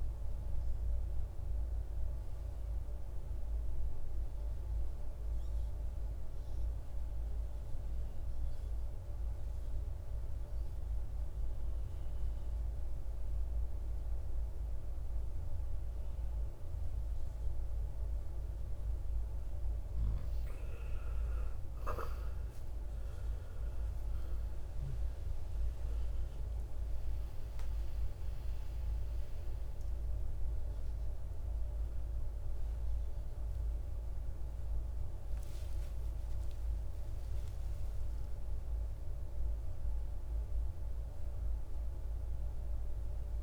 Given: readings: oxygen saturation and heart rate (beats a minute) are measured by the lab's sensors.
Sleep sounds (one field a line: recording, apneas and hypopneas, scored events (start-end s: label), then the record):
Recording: breathing in sleep, hard to hear, by a room microphone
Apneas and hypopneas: 1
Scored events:
0.00-1.50 s: oxygen desaturation (device-marked, oxygen 91% lowest, heart rate 54 extreme)
1.50-19.00 s: obstructive apnea (oxygen 98% before, 87% lowest, heart rate 63 before, 54 extreme, up 21 after)
12.50-43.43 s: oxygen desaturation (device-marked, oxygen 99% before, 87% lowest, heart rate 57 before, 54 extreme)
21.00-26.00 s: arousal
From the record:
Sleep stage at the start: N2 (light sleep)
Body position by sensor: on the right side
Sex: male